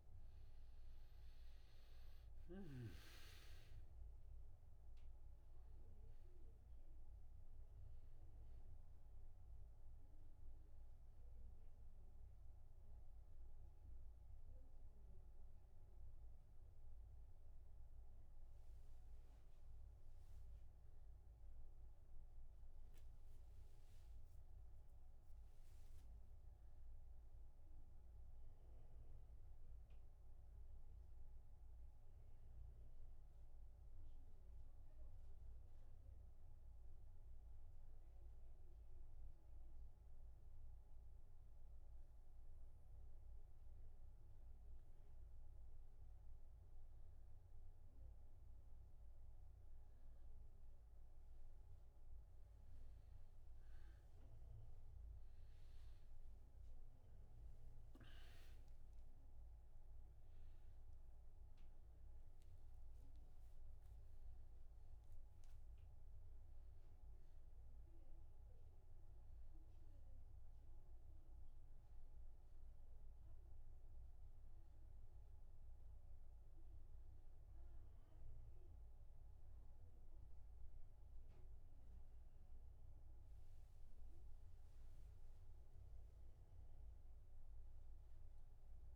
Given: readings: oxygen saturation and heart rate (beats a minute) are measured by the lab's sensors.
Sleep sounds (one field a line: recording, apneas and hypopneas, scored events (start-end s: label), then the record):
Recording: breathing in sleep, hard to hear, by a room microphone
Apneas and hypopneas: 1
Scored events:
0.00-1.50 s: arousal
4.00-17.00 s: oxygen desaturation (device-marked, oxygen 96% before, 92% lowest)
21.00-25.50 s: arousal
37.50-48.00 s: obstructive apnea (oxygen 97% before, 93% lowest)
53.00-58.00 s: arousal
60.00-82.00 s: oxygen desaturation (device-marked, oxygen 97% before, 93% lowest)
84.50-88.95 s: arousal
From the record:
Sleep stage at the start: N1 (lightest sleep)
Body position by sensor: on the back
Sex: male